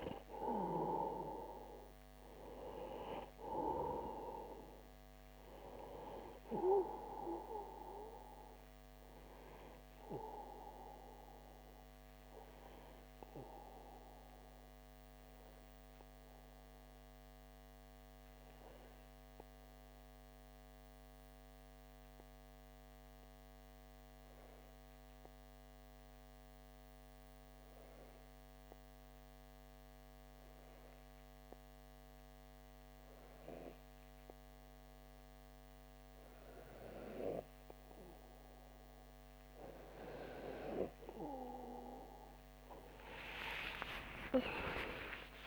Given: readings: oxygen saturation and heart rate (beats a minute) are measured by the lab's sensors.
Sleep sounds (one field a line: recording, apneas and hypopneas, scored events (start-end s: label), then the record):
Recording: breathing in sleep by a microphone on the trachea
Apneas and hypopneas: 1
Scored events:
0.00-22.50 s: oxygen desaturation (device-marked, oxygen 93% lowest)
14.50-37.50 s: obstructive apnea (oxygen 97% before, 92% lowest)
39.50-45.47 s: oxygen desaturation (device-marked, oxygen 97% before, 92% lowest)
40.50-44.50 s: arousal
From the record:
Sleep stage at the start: N2 (light sleep)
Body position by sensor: on the back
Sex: male